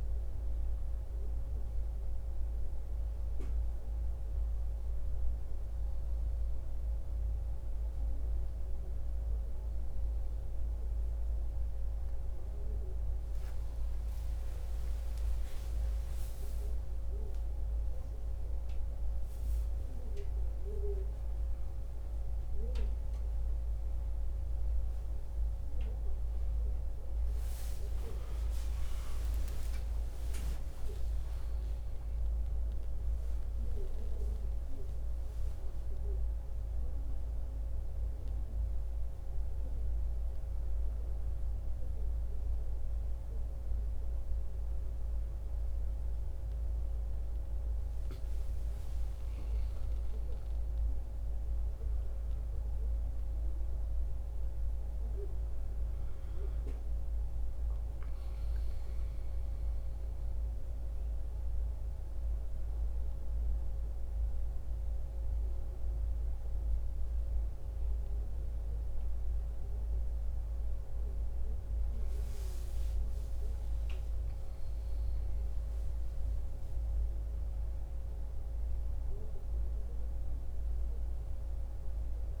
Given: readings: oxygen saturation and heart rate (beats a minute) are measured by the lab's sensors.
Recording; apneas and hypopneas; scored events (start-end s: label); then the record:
a person awake in a sleep study, hard to hear, by a room microphone; none
none scored
From the record:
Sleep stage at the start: awake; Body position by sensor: on the back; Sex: male